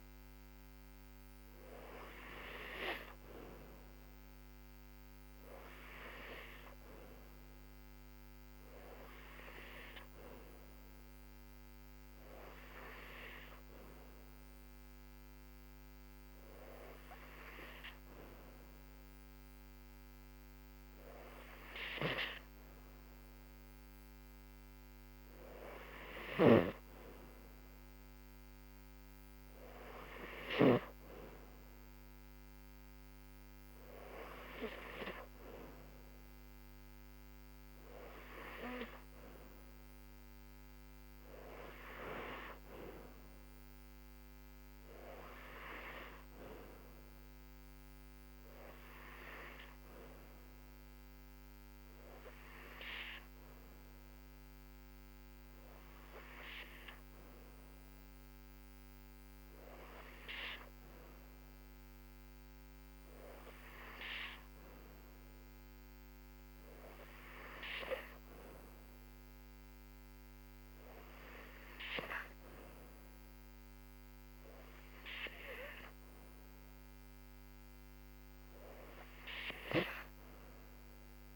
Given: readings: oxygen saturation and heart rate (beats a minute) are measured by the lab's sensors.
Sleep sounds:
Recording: breathing in sleep by a microphone on the trachea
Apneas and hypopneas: none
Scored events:
none scored
From the record:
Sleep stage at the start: N2 (light sleep)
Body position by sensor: on the back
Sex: female

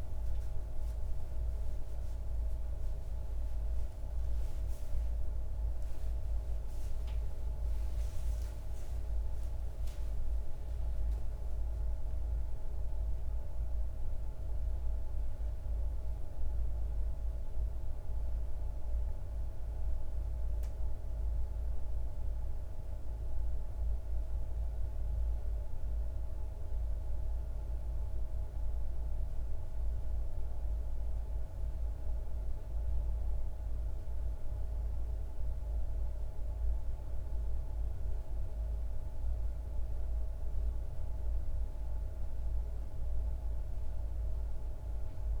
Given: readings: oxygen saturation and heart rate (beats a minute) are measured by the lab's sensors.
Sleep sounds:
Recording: a person awake in a sleep study, hard to hear, by a room microphone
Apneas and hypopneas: none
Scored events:
none scored
From the record:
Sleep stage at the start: awake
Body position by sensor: on the back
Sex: male

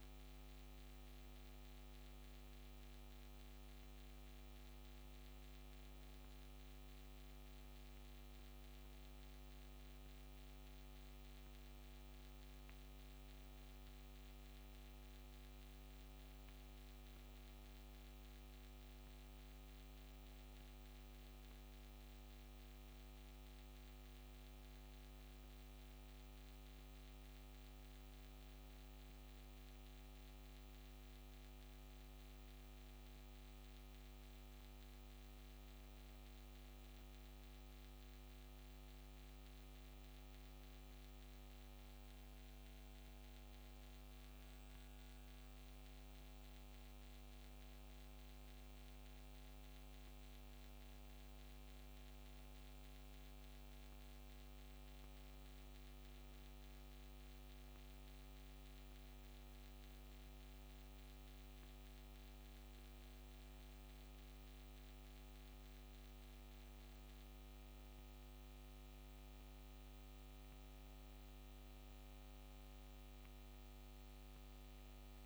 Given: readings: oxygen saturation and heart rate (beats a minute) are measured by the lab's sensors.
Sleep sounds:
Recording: breathing in sleep, hard to hear, by a microphone on the trachea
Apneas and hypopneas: none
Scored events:
none scored
From the record:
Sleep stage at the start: N2 (light sleep)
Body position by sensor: on the back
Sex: female

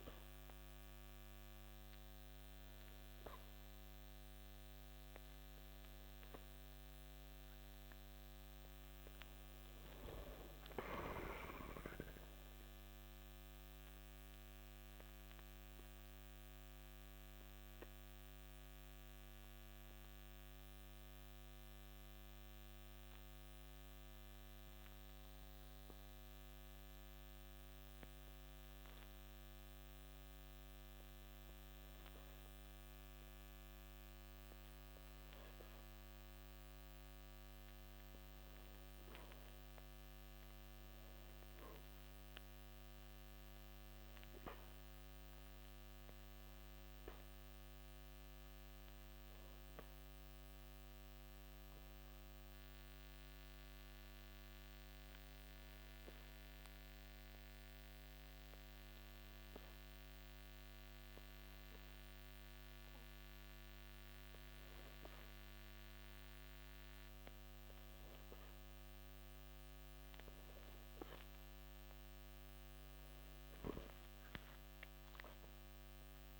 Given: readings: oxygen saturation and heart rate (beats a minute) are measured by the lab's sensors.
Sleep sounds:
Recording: breathing in sleep, hard to hear, by a microphone on the trachea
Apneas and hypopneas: 2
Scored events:
5.00-8.50 s: arousal
11.50-25.50 s: obstructive apnea (oxygen 94% before, 91% lowest, heart rate 70 before, 55 extreme, up 9 after)
29.50-34.00 s: arousal
41.00-61.00 s: oxygen desaturation (device-marked, oxygen 95% before, 91% lowest, heart rate 58 before, 54 extreme)
47.50-67.50 s: hypopnea (oxygen 95% before, 91% lowest, heart rate 58 before, 54 extreme, up 2 after)
72.00-76.40 s: oxygen desaturation (device-marked, oxygen 95% before, 91% lowest, heart rate 65 before, 54 extreme)
72.50-76.40 s: arousal
From the record:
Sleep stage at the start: N2 (light sleep)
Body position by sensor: on the back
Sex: male

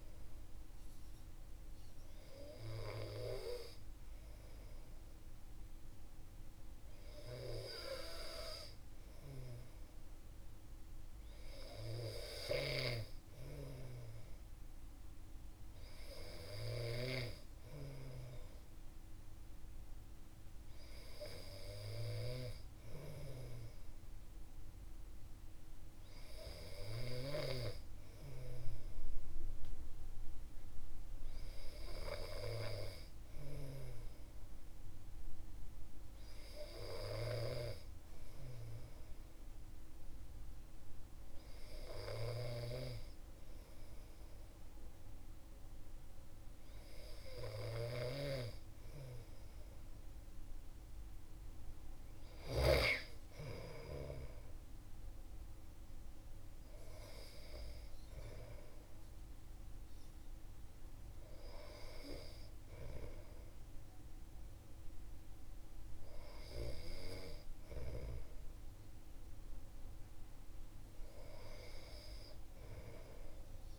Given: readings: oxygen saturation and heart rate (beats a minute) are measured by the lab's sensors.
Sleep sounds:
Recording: breathing in sleep by a room microphone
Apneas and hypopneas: none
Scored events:
none scored
From the record:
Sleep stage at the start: N2 (light sleep)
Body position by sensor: on the back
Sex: male

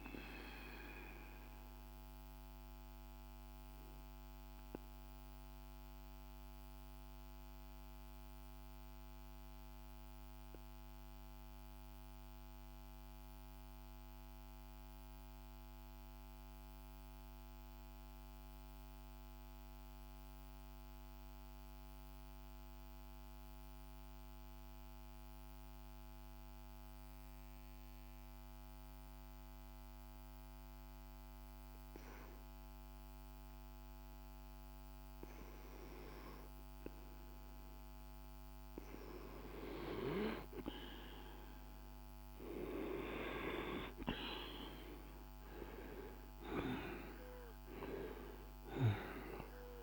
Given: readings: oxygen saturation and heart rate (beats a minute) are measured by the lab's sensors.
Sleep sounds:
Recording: breathing in sleep by a microphone on the trachea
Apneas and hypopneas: 1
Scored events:
0.00-15.50 s: oxygen desaturation (device-marked, oxygen 88% lowest)
1.50-38.50 s: mixed apnea (oxygen 96% before, 88% lowest)
28.50-49.83 s: oxygen desaturation (device-marked, oxygen 100% before, 88% lowest)
43.00-47.50 s: arousal
From the record:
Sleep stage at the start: N2 (light sleep)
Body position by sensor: on the back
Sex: male

